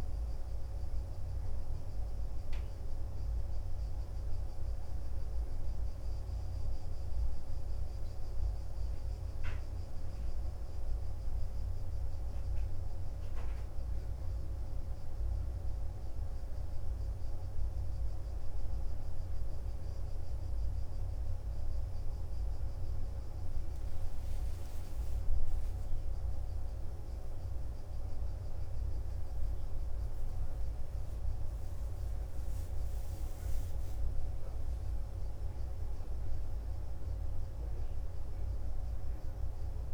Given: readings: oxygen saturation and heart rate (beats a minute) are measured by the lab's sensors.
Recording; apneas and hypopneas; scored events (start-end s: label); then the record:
breathing in sleep, hard to hear, by a room microphone; none
none scored
From the record:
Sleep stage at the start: N2 (light sleep); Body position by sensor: on the back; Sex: male